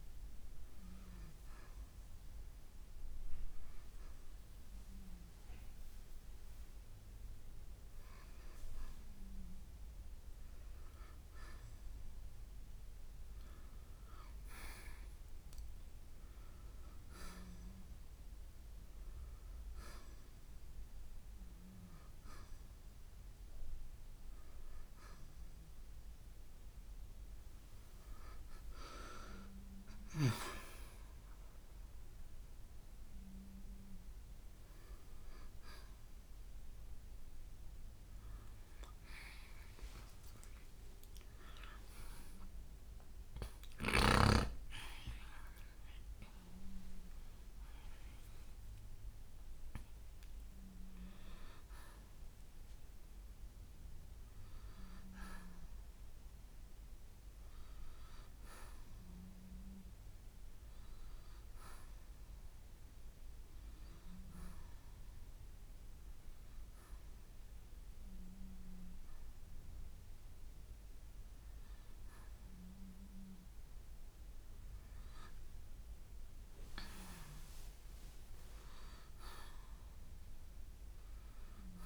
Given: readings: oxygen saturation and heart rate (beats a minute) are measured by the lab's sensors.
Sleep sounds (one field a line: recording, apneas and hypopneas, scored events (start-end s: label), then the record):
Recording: a person awake in a sleep study, by a room microphone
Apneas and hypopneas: none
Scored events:
19.50-81.86 s: new sleep stage, awake
67.50-80.50 s: oxygen desaturation (device-marked, oxygen 96% before, 92% lowest, heart rate 74 before, 65 extreme)
From the record:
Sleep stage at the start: N2 (light sleep)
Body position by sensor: on the right side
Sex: male